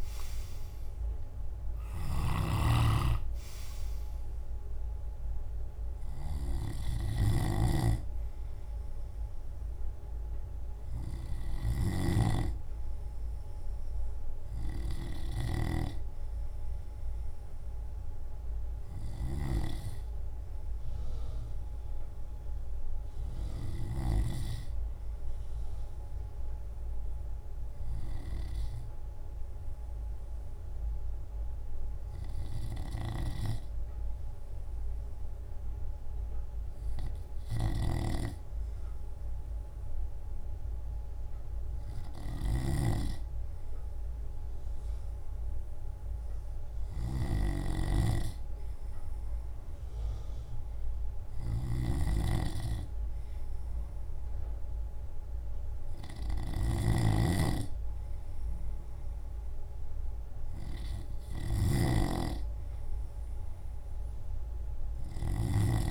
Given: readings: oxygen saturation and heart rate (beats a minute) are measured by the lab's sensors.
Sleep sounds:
breathing in sleep by a room microphone; 1
0.00-10.50 s: drop in pulse transit time (device-marked, heart rate 56 extreme)
20.50-36.50 s: oxygen desaturation (device-marked, oxygen 94% before, 91% lowest, heart rate 57 before, 54 extreme)
24.00-38.00 s: obstructive apnea (oxygen 94% before, 91% lowest, heart rate 57 before, 54 extreme, up 5 after)
39.50-44.50 s: arousal
41.50-51.50 s: drop in pulse transit time (device-marked, heart rate 56 before, 54 extreme)
From the record:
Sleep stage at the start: N2 (light sleep); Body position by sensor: on the left side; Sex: male

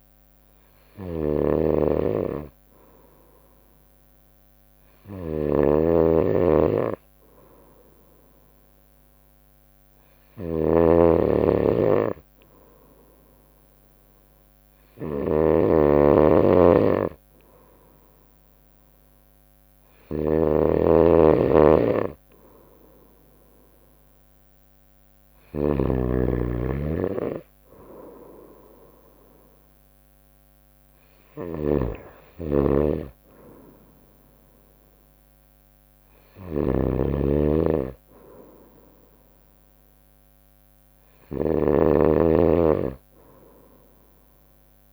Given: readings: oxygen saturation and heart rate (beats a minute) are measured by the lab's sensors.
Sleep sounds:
breathing in sleep by a microphone on the trachea; none
0.00-1.00 s: arousal
0.00-44.92 s: snoring (device-marked)
37.50-44.50 s: bradycardia (device-marked, heart rate 62 before, 57 extreme)
42.00-44.92 s: arousal
From the record:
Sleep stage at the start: N2 (light sleep); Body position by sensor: on the right side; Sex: female

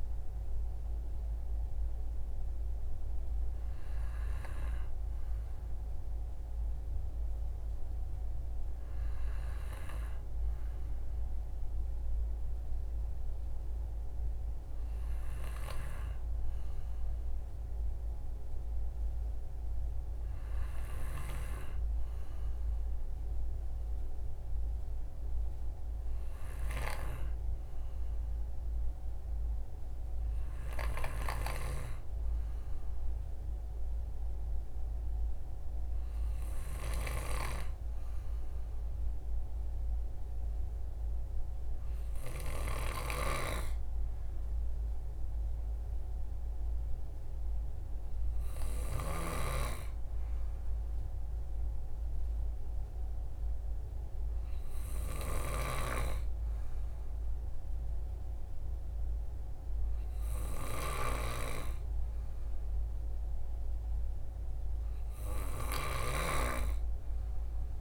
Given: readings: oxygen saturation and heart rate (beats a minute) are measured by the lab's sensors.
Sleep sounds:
breathing in sleep by a room microphone; none
none scored
From the record:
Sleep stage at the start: N2 (light sleep); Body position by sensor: on the right side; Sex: male

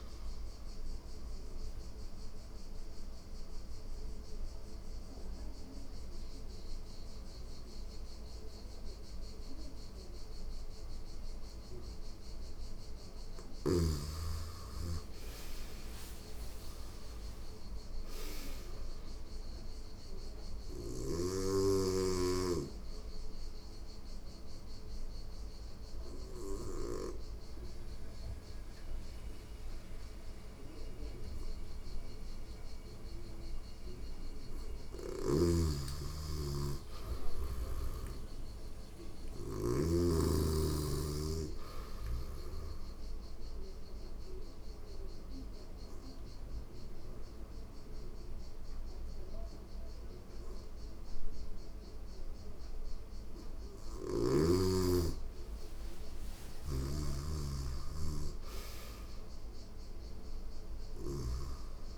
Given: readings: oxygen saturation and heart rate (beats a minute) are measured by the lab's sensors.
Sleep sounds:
breathing in sleep by a room microphone; 3
1.00-12.50 s: obstructive apnea (oxygen 94% before, 88% lowest, heart rate 96 before, 87 extreme, up 5 after)
13.50-17.50 s: arousal
20.00-35.00 s: oxygen desaturation (device-marked, oxygen 96% before, 88% lowest, heart rate 90 before, 86 extreme)
23.50-34.50 s: obstructive apnea (oxygen 96% before, 88% lowest, heart rate 90 before, 86 extreme, up 0 after)
36.00-39.50 s: arousal
42.50-53.50 s: obstructive apnea (oxygen 97% before, 91% lowest, heart rate 89 before, 86 extreme, up 5 after)
51.00-61.00 s: oxygen desaturation (device-marked, oxygen 97% before, 91% lowest, heart rate 87 before, 88 extreme)
55.50-59.00 s: arousal
55.50-60.50 s: snoring (device-marked)
From the record:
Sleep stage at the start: N2 (light sleep); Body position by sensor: on the back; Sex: female

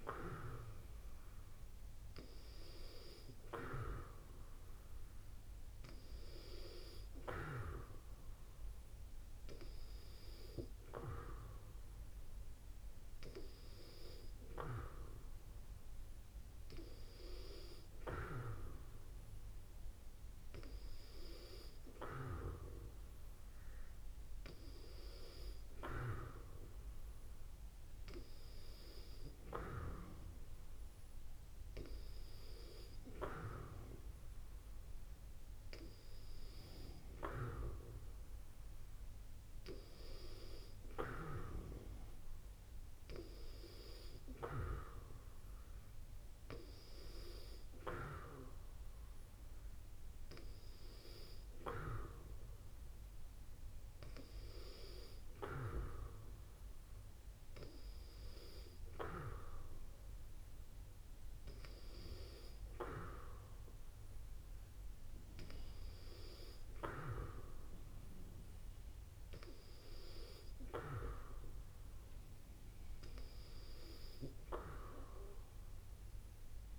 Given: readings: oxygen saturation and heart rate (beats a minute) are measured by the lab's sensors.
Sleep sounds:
breathing in sleep by a room microphone; none
none scored
From the record:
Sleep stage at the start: N2 (light sleep); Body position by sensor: on the back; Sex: female

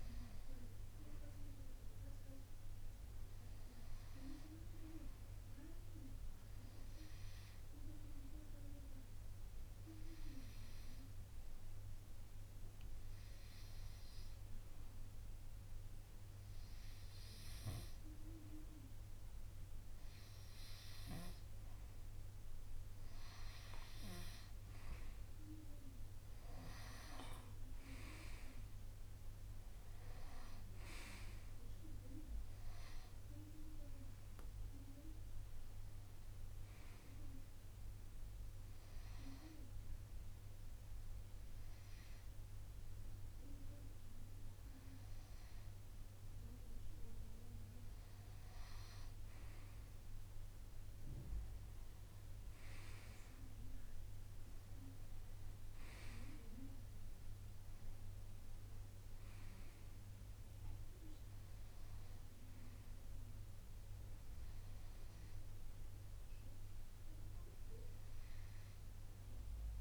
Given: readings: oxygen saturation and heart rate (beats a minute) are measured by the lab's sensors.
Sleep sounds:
breathing in sleep by a room microphone; 2
0.00-6.00 s: oxygen desaturation (device-marked, oxygen 89% lowest)
7.00-20.50 s: hypopnea (oxygen 93% before, 88% lowest)
23.50-27.00 s: arousal
25.00-46.00 s: oxygen desaturation (device-marked, oxygen 91% before, 88% lowest)
38.50-49.00 s: hypopnea (oxygen 92% before, 88% lowest)
52.00-56.00 s: arousal
58.00-69.81 s: oxygen desaturation (device-marked, oxygen 94% before, 90% lowest)
From the record:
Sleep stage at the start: N2 (light sleep); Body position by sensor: on the right side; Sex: male

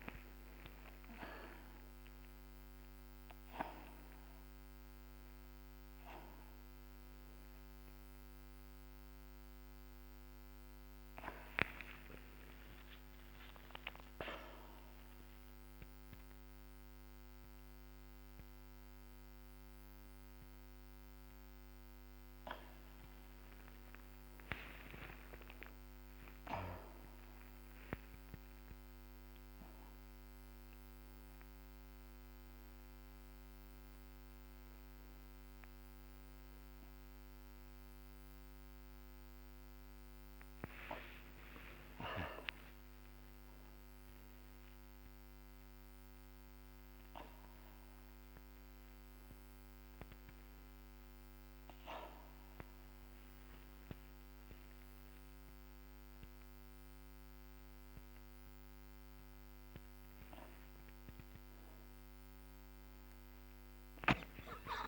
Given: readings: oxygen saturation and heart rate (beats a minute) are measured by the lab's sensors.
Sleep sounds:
a person awake in a sleep study, by a microphone on the trachea; none
37.00-43.00 s: oxygen desaturation (device-marked, oxygen 94% before, 91% lowest, heart rate 72 before, 59 extreme)
From the record:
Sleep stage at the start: awake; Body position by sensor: upright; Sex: male

